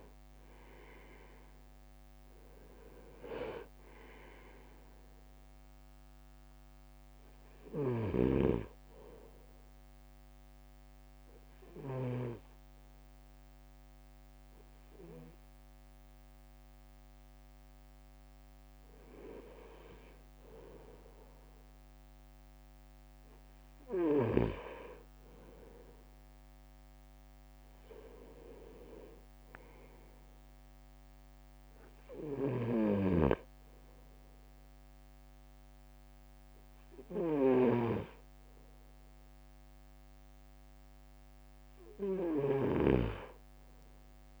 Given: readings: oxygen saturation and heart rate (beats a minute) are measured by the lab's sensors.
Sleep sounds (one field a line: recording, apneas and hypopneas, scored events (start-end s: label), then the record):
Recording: breathing in sleep by a microphone on the trachea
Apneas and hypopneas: 1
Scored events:
0.00-1.00 s: leg movement (device-marked)
0.00-2.50 s: arousal
0.50-15.50 s: drop in pulse transit time (device-marked, heart rate 55 before, 52 extreme)
8.00-12.50 s: snoring (device-marked)
9.50-20.00 s: obstructive apnea (oxygen 98% before, 97% lowest, heart rate 56 before, 52 extreme, up 4 after)
21.50-24.50 s: arousal
32.50-43.00 s: snoring (device-marked)
From the record:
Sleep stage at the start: N2 (light sleep)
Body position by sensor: on the right side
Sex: male